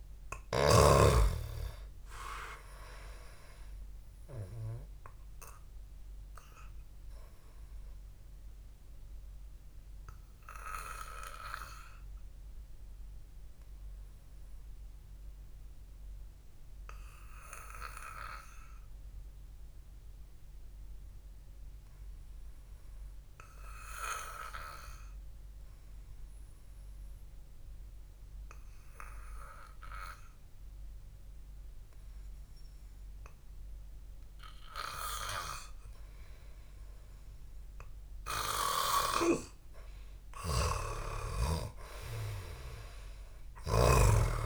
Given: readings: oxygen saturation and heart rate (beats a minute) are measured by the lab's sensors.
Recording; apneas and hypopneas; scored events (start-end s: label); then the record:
breathing in sleep by a room microphone; 1
0.00-1.00 s: snoring (device-marked)
0.00-9.50 s: oxygen desaturation (device-marked, oxygen 93% lowest, heart rate 53 extreme)
8.00-36.50 s: hypopnea (oxygen 98% before, 93% lowest, heart rate 54 before, 50 extreme, up 1 after)
40.50-44.46 s: arousal
40.50-44.46 s: snoring (device-marked)
From the record:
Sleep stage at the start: N2 (light sleep); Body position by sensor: on the back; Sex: male